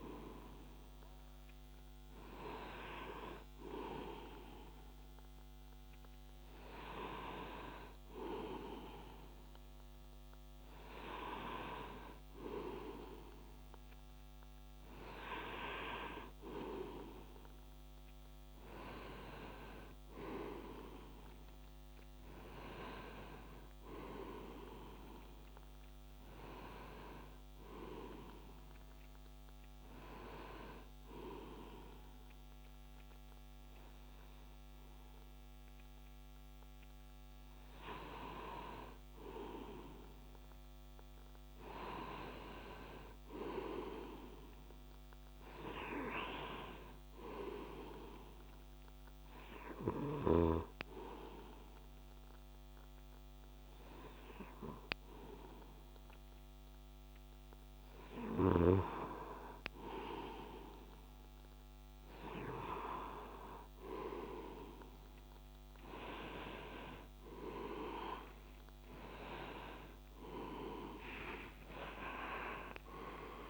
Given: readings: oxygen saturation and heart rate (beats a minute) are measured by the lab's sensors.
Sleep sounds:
breathing in sleep by a microphone on the trachea; 2
22.00-25.50 s: arousal
28.50-39.50 s: hypopnea (oxygen 98% before, 94% lowest)
41.00-44.00 s: arousal
47.50-60.50 s: hypopnea (oxygen 98% before, 94% lowest)
56.00-67.00 s: oxygen desaturation (device-marked, oxygen 98% before, 94% lowest)
66.00-73.50 s: new sleep stage, N1 (lightest sleep)
71.50-73.50 s: arousal
From the record:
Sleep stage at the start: N2 (light sleep); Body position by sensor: on the back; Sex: male

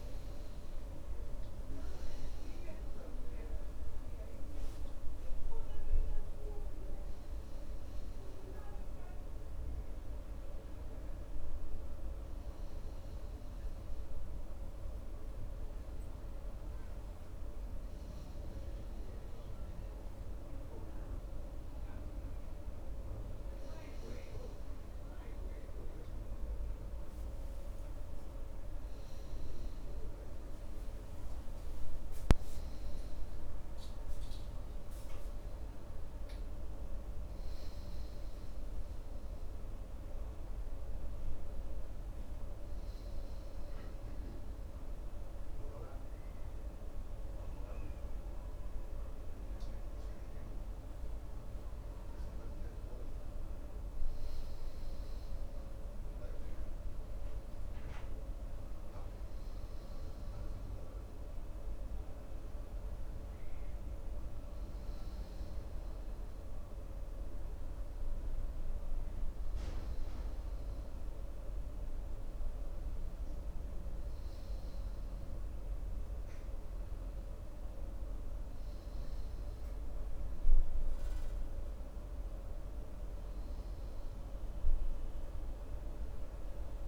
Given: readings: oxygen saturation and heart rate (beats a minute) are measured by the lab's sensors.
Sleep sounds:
a person partly awake in a sleep study, hard to hear, by a room microphone; none
2.00-86.87 s: new sleep stage, N1 (lightest sleep)
From the record:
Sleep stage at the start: awake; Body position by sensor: on the right side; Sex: male

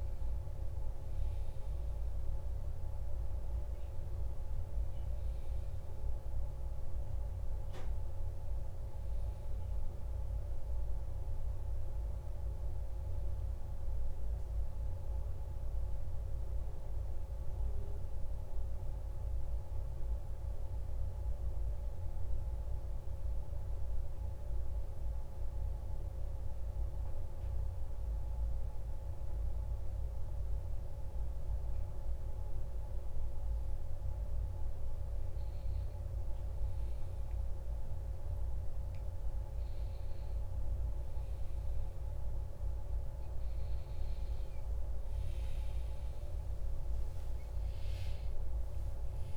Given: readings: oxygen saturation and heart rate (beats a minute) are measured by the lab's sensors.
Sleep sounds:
a person partly awake in a sleep study, hard to hear, by a room microphone; 1
18.50-35.50 s: hypopnea (oxygen 98% before, 95% lowest, heart rate 54 before, 50 extreme, up 7 after)
34.00-49.37 s: new sleep stage, awake
43.00-49.37 s: oxygen desaturation (device-marked, oxygen 98% before, 95% lowest, heart rate 52 before, 51 extreme)
From the record:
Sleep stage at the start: N2 (light sleep); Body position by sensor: on the back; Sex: male

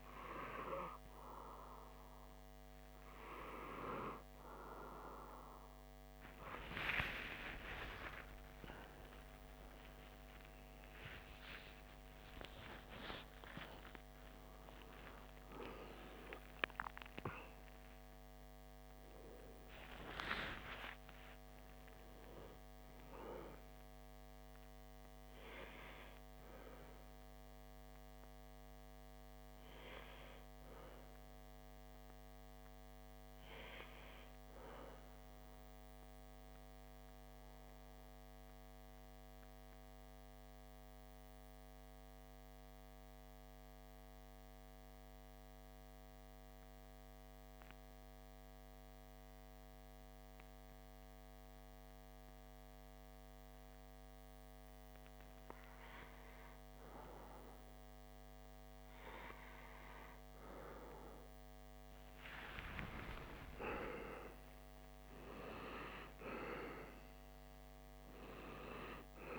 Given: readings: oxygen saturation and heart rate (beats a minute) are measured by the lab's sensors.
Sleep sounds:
a person partly awake in a sleep study, by a microphone on the trachea; 1
24.50-69.39 s: new sleep stage, N1 (lightest sleep)
35.50-54.00 s: central apnea (oxygen 97% before, 95% lowest, heart rate 66 before, 33 extreme, up 10 after)
59.00-63.00 s: arousal
From the record:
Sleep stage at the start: awake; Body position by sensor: on the back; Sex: male

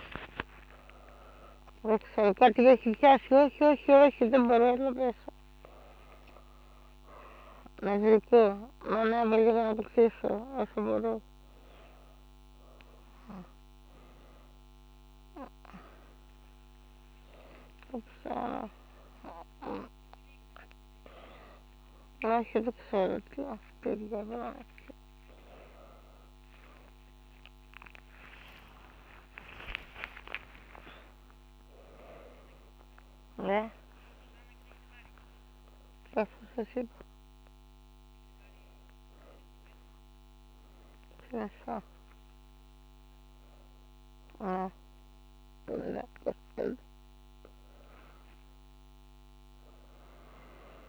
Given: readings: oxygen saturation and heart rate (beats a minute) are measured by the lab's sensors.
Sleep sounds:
a person awake in a sleep study, by a microphone on the trachea; none
0.00-4.50 s: tachycardia (device-marked, heart rate 111 extreme)
26.50-33.50 s: tachycardia (device-marked, heart rate 93 before, 116 extreme)
From the record:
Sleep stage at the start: awake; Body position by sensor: on the back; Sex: female

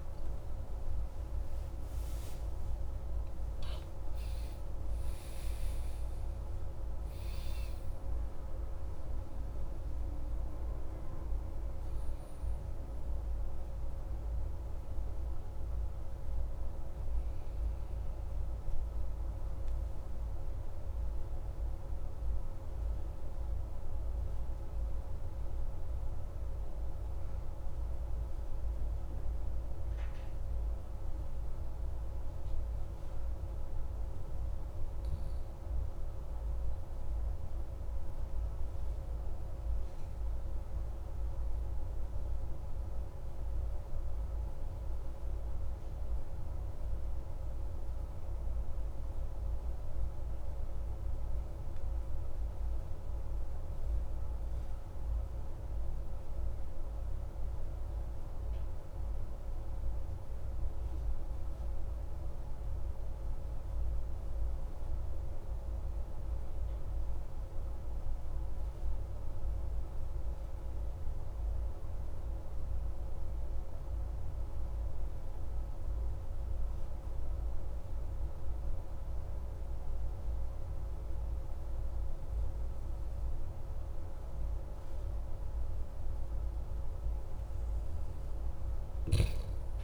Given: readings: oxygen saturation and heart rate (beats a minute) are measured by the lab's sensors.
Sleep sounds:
breathing in sleep, hard to hear, by a room microphone; 1
0.00-2.50 s: arousal
22.00-82.00 s: new sleep stage, N2 (light sleep)
37.50-85.50 s: mixed apnea (oxygen 98% before, 91% lowest)
74.00-89.83 s: oxygen desaturation (device-marked, oxygen 97% before, 91% lowest)
82.00-89.83 s: new sleep stage, N1 (lightest sleep)
From the record:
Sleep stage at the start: N1 (lightest sleep); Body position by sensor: on the back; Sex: male

